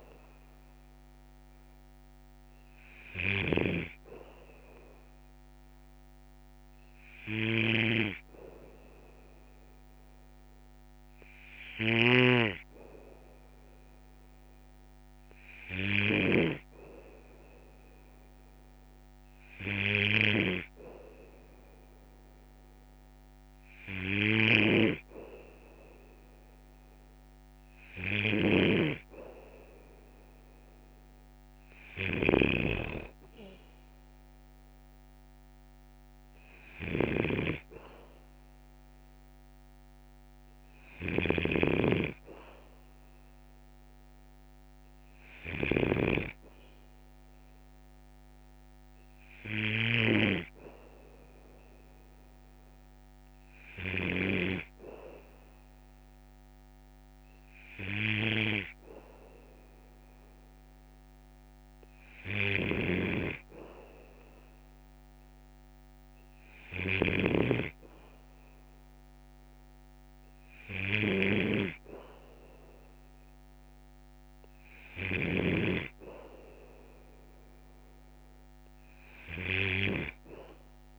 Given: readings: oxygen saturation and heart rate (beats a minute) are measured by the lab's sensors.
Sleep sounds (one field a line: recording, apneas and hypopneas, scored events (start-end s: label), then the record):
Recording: breathing in sleep by a microphone on the trachea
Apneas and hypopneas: none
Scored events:
3.00-16.50 s: snoring (device-marked)
24.00-50.00 s: snoring (device-marked)
62.50-75.00 s: snoring (device-marked)
From the record:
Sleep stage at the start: N2 (light sleep)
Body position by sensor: on the back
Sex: male